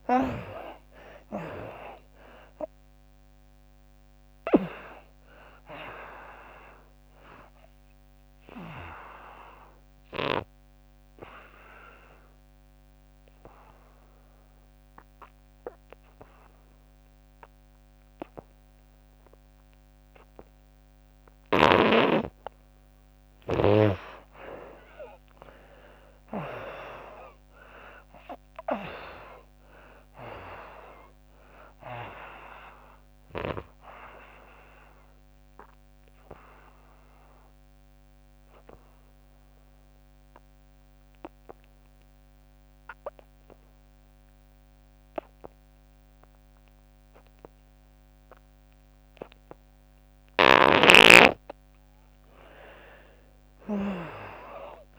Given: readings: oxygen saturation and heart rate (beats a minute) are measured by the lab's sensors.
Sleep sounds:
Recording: breathing in sleep by a microphone on the trachea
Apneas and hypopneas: 2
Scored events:
0.00-1.50 s: arousal
0.00-19.50 s: oxygen desaturation (device-marked, oxygen 76% lowest, heart rate 71 extreme)
9.00-22.50 s: obstructive apnea (oxygen 96% before, 76% lowest, heart rate 91 before, 71 extreme)
21.50-40.50 s: oxygen desaturation (device-marked, oxygen 98% before, 83% lowest, heart rate 97 before, 68 extreme)
23.50-27.50 s: arousal
35.00-50.50 s: obstructive apnea (oxygen 98% before, 81% lowest, heart rate 102 before, 68 extreme, up 25 after)
52.50-54.98 s: oxygen desaturation (device-marked, oxygen 97% before, 81% lowest, heart rate 89 before, 70 extreme)
53.00-54.98 s: arousal
From the record:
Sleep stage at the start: N2 (light sleep)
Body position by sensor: on the back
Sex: female

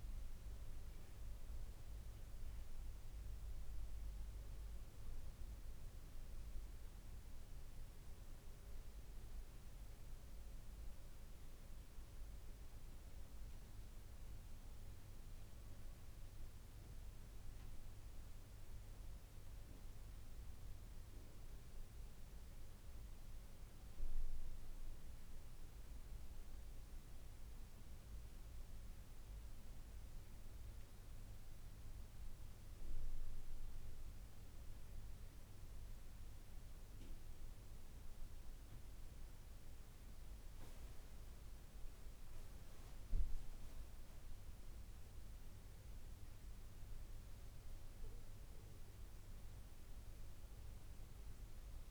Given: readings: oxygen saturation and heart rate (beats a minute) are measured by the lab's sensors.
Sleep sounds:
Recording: a person awake in a sleep study, hard to hear, by a room microphone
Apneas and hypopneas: none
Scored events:
none scored
From the record:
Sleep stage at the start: awake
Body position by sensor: on the back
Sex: female

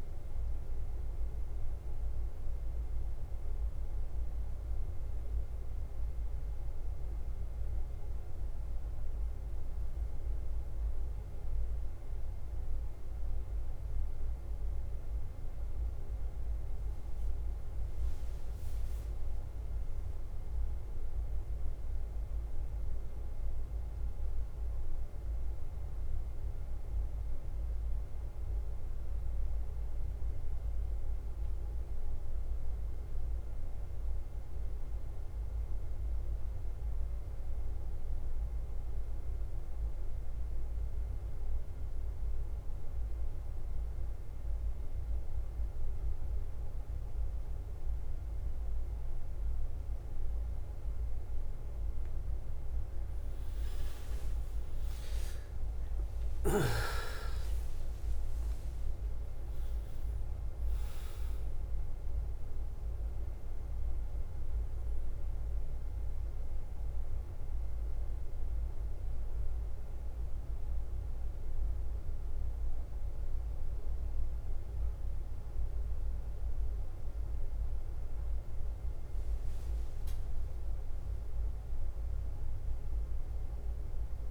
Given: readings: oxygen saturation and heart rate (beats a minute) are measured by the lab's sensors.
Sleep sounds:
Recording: breathing in sleep, hard to hear, by a room microphone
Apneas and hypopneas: 2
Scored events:
0.00-58.00 s: bradycardia (device-marked, heart rate 48 extreme)
7.00-18.00 s: hypopnea (oxygen 99% before, 92% lowest, heart rate 54 before, 48 extreme, up 0 after)
20.00-24.50 s: arousal
27.50-51.00 s: mixed apnea (oxygen 100% before, 91% lowest, heart rate 53 before, 48 extreme, up 9 after)
46.00-76.00 s: oxygen desaturation (device-marked, oxygen 100% before, 92% lowest, heart rate 49 before, 49 extreme)
53.50-58.00 s: arousal
59.00-84.31 s: new sleep stage, N1 (lightest sleep)
60.00-84.31 s: bradycardia (device-marked, heart rate 52 before, 50 extreme)
79.00-82.50 s: arousal
From the record:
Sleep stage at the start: N2 (light sleep)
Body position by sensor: on the back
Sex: male

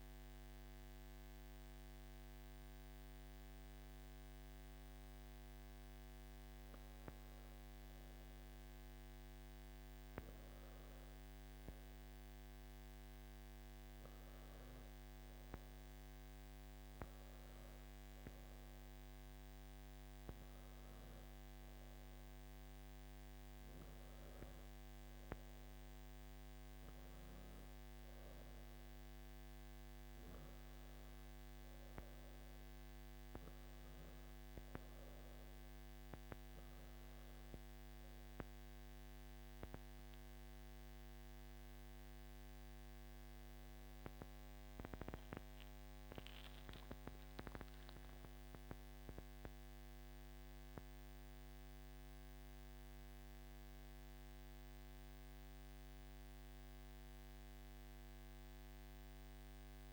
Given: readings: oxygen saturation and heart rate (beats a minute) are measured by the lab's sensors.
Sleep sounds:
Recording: breathing in sleep, hard to hear, by a microphone on the trachea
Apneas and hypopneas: none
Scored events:
37.50-59.93 s: new sleep stage, N1 (lightest sleep)
From the record:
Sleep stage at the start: N3 (deep sleep)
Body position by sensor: on the back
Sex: male

